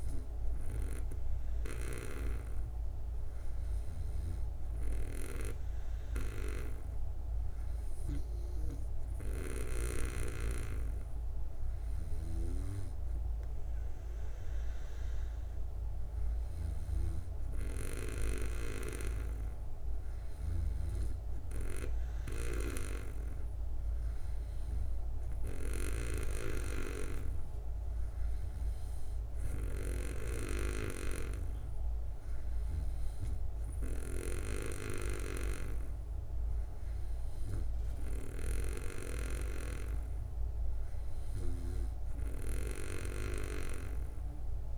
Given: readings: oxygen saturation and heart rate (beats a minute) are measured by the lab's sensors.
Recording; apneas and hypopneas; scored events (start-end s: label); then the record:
breathing in sleep by a room microphone; none
none scored
From the record:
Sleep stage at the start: N2 (light sleep); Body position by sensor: on the back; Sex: female